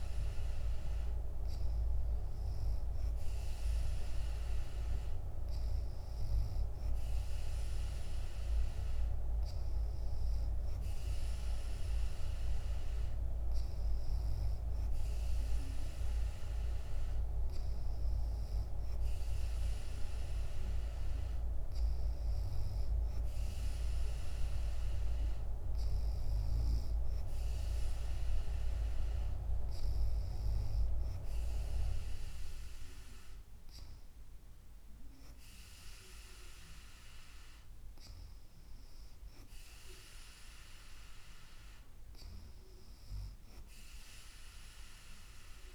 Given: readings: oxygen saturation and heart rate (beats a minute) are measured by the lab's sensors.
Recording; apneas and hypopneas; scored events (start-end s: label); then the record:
breathing in sleep by a room microphone; none
none scored
From the record:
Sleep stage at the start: N2 (light sleep); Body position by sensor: on the back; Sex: female